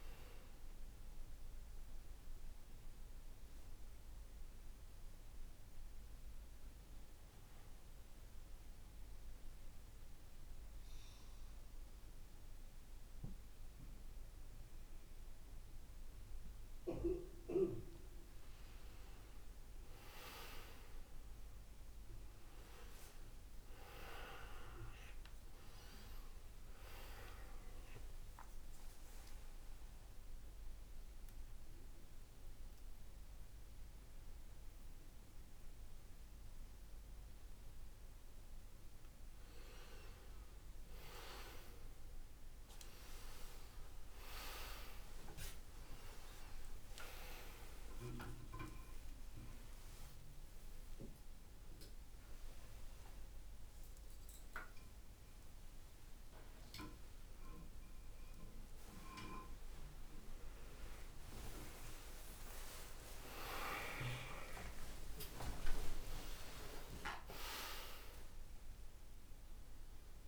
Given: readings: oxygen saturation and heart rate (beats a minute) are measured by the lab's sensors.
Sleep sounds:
breathing in sleep by a room microphone; 2
3.00-16.50 s: obstructive apnea (oxygen 98% before, 94% lowest, heart rate 68 before, 55 extreme, up 24 after)
21.00-25.50 s: arousal
28.50-39.50 s: central apnea (oxygen 97% before, 94% lowest, heart rate 78 before, 54 extreme, up 15 after)
45.50-52.00 s: arousal
From the record:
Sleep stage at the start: N2 (light sleep); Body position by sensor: on the right side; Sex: male

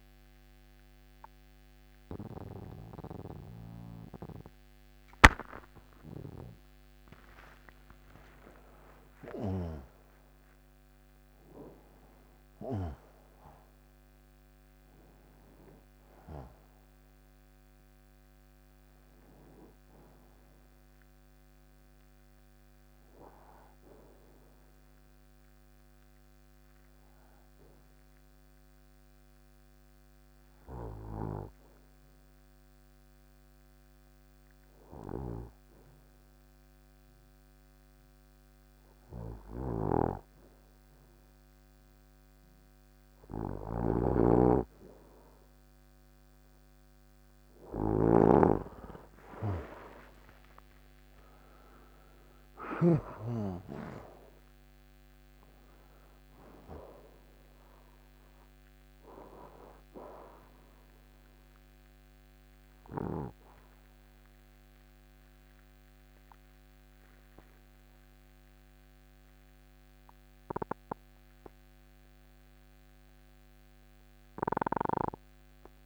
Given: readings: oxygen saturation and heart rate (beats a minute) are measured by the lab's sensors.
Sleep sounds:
breathing in sleep by a microphone on the trachea; none
0.00-3.00 s: oxygen desaturation (device-marked, oxygen 88% lowest, heart rate 60 extreme)
6.00-10.50 s: arousal
44.00-54.00 s: oxygen desaturation (device-marked, oxygen 97% before, 92% lowest, heart rate 63 before, 60 extreme)
48.50-54.00 s: arousal
From the record:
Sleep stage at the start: N2 (light sleep); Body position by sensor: on the right side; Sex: male

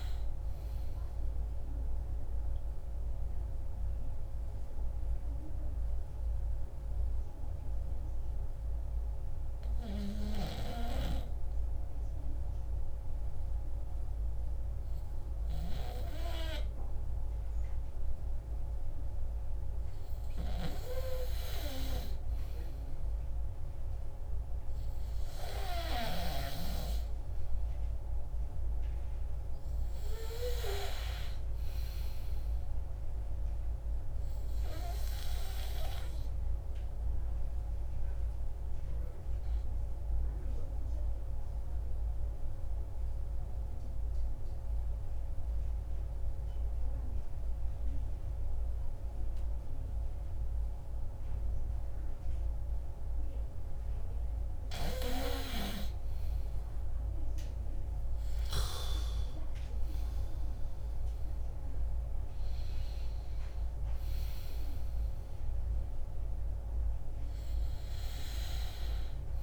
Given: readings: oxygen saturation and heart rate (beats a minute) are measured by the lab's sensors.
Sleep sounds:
breathing in sleep by a room microphone; 2
0.00-12.00 s: oxygen desaturation (device-marked, oxygen 86% lowest)
1.50-21.50 s: obstructive apnea (oxygen 96% before, 86% lowest)
23.50-29.00 s: arousal
33.50-53.00 s: obstructive apnea (oxygen 100% before, 91% lowest, heart rate 71 before, 57 extreme, up 9 after)
56.00-60.50 s: arousal
58.00-69.43 s: oxygen desaturation (device-marked, oxygen 96% before, 91% lowest, heart rate 63 before, 49 extreme)
From the record:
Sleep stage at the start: N2 (light sleep); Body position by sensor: on the back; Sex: male

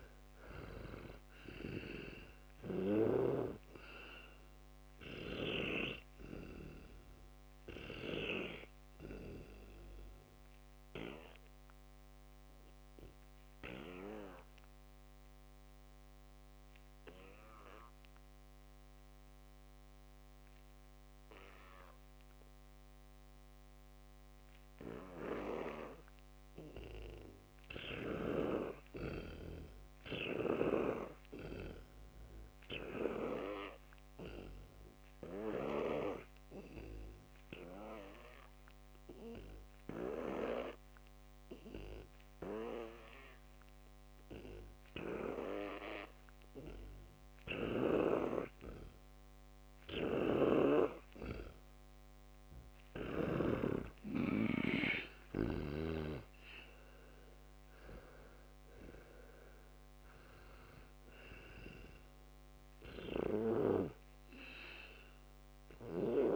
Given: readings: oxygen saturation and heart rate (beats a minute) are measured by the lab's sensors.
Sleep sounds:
breathing in sleep by a microphone on the trachea; 2
0.00-1.50 s: arousal
0.00-3.00 s: oxygen desaturation (device-marked, oxygen 94% lowest, heart rate 58 extreme)
7.50-22.50 s: obstructive apnea (oxygen 100% before, 86% lowest, heart rate 64 before, 58 extreme, up 10 after)
9.00-28.00 s: oxygen desaturation (device-marked, oxygen 95% before, 86% lowest, heart rate 64 before, 58 extreme)
26.50-30.50 s: arousal
30.00-58.00 s: oxygen desaturation (device-marked, oxygen 100% before, 86% lowest, heart rate 61 before, 61 extreme)
36.50-51.00 s: obstructive apnea (oxygen 100% before, 86% lowest, heart rate 63 before, 61 extreme, up 17 after)
56.50-61.50 s: arousal
63.50-66.36 s: snoring (device-marked)
64.00-66.36 s: oxygen desaturation (device-marked, oxygen 94% before, 88% lowest, heart rate 67 before, 58 extreme)
From the record:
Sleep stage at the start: N2 (light sleep); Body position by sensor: on the back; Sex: male

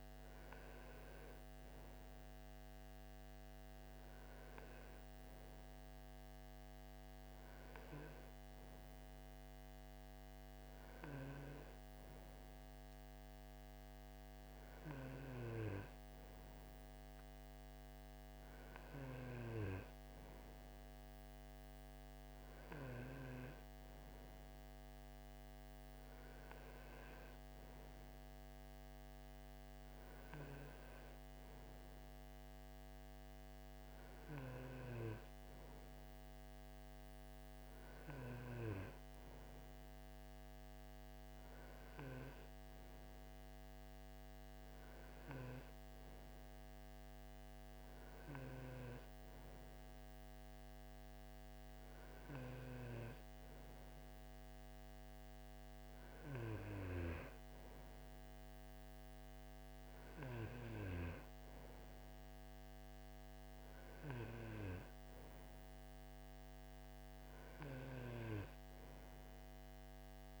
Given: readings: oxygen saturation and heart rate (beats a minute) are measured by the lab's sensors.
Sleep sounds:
breathing in sleep by a microphone on the trachea; none
none scored
From the record:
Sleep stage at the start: N2 (light sleep); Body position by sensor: on the right side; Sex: male

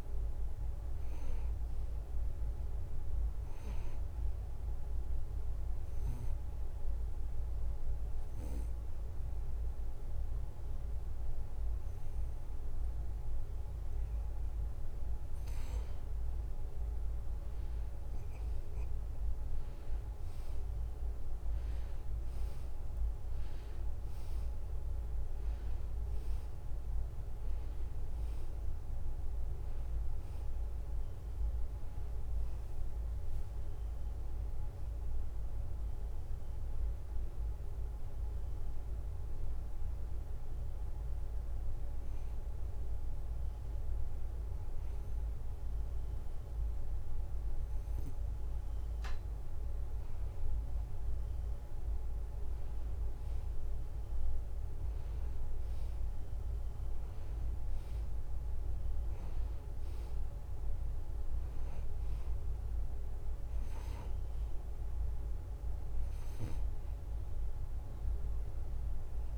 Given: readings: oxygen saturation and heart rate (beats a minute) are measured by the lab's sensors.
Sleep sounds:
breathing in sleep, hard to hear, by a room microphone; 2
0.00-10.00 s: oxygen desaturation (device-marked, oxygen 91% lowest, heart rate 72 extreme)
5.50-15.50 s: obstructive apnea (oxygen 94% before, 89% lowest, heart rate 74 before, 72 extreme, up 0 after)
19.50-23.00 s: arousal
25.00-40.00 s: oxygen desaturation (device-marked, oxygen 94% before, 89% lowest, heart rate 72 before, 72 extreme)
40.00-50.00 s: obstructive apnea (oxygen 94% before, 89% lowest, heart rate 74 before, 72 extreme, up 1 after)
52.50-56.00 s: arousal
59.00-69.38 s: oxygen desaturation (device-marked, oxygen 95% before, 90% lowest, heart rate 73 before, 71 extreme)
From the record:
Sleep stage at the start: N2 (light sleep); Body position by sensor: on the back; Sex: male

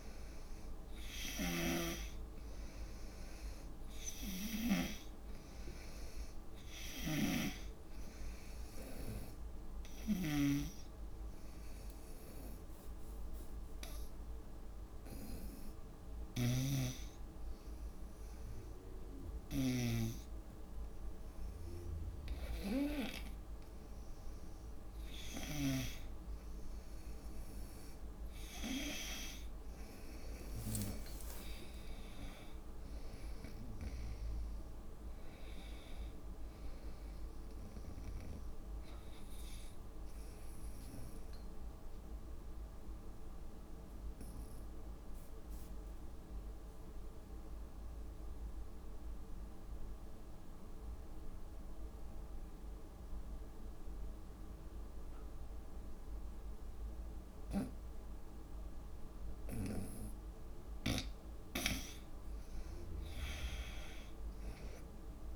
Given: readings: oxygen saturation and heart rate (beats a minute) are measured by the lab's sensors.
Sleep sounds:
breathing in sleep by a room microphone; 2
0.00-1.50 s: arousal
0.00-5.00 s: snoring (device-marked)
3.50-18.50 s: oxygen desaturation (device-marked, oxygen 96% before, 88% lowest, heart rate 72 before, 69 extreme)
7.00-10.50 s: snoring (device-marked)
11.00-25.00 s: hypopnea (oxygen 96% before, 88% lowest, heart rate 73 before, 67 extreme, up 22 after)
16.50-26.00 s: snoring (device-marked)
29.50-34.00 s: arousal
31.00-33.00 s: long interval between heartbeats (device-marked, heart rate 71 before, 80 extreme)
43.00-61.00 s: obstructive apnea (oxygen 95% before, 88% lowest, heart rate 78 before, 66 extreme, up 7 after)
62.50-65.36 s: arousal
63.50-65.36 s: oxygen desaturation (device-marked, oxygen 97% before, 88% lowest, heart rate 69 before, 66 extreme)
From the record:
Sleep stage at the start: N2 (light sleep); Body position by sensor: on the front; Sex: female

